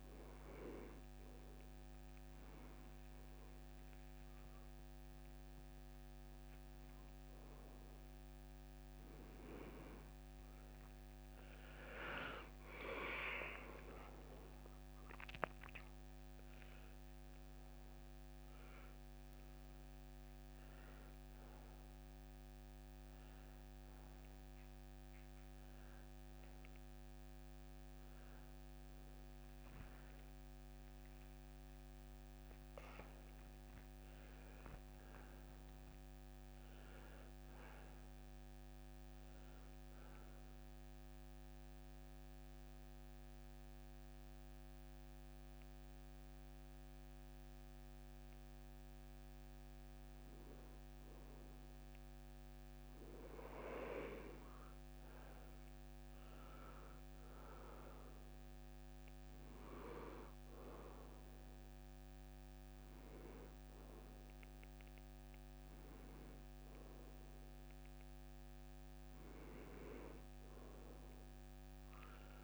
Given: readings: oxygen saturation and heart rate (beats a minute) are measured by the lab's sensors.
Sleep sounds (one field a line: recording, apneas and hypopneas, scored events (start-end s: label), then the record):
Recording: a person partly awake in a sleep study, by a microphone on the trachea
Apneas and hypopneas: 1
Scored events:
0.00-12.00 s: oxygen desaturation (device-marked, oxygen 88% lowest)
12.00-42.00 s: new sleep stage, awake
40.50-51.50 s: mixed apnea (oxygen 97% before, 88% lowest, heart rate 128 before, 36 extreme, up 40 after)
42.00-72.44 s: new sleep stage, N2 (light sleep)
53.00-56.00 s: arousal
55.00-70.00 s: oxygen desaturation (device-marked, oxygen 95% before, 88% lowest)
From the record:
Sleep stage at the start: N2 (light sleep)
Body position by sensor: on the back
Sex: male